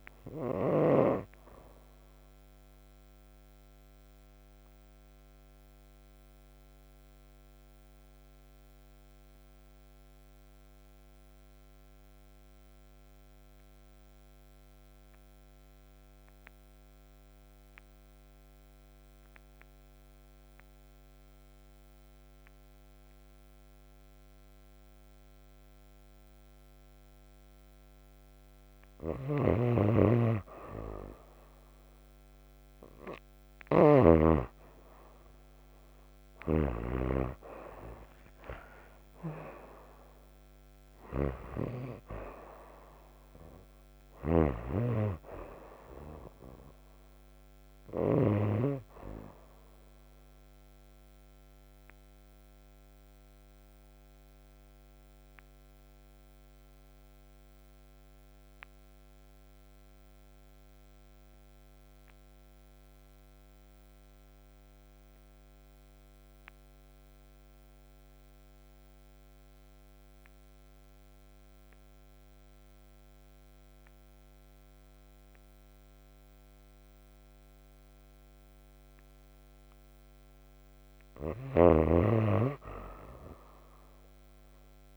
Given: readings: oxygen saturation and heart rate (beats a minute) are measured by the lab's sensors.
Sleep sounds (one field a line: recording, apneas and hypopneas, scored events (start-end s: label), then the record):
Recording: breathing in sleep by a microphone on the trachea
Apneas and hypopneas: 2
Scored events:
0.00-1.00 s: snoring (device-marked)
0.00-22.00 s: oxygen desaturation (device-marked, oxygen 84% lowest, heart rate 54 extreme)
1.50-28.50 s: obstructive apnea (oxygen 97% before, 84% lowest, heart rate 65 before, 54 extreme, up 10 after)
29.00-34.00 s: snoring (device-marked)
35.00-39.00 s: arousal
35.00-71.00 s: oxygen desaturation (device-marked, oxygen 97% before, 85% lowest, heart rate 60 before, 56 extreme)
36.00-48.00 s: snoring (device-marked)
50.00-80.00 s: obstructive apnea (oxygen 97% before, 84% lowest, heart rate 67 before, 56 extreme, up 12 after)
82.00-84.97 s: arousal
From the record:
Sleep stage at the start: N2 (light sleep)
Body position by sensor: on the right side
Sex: female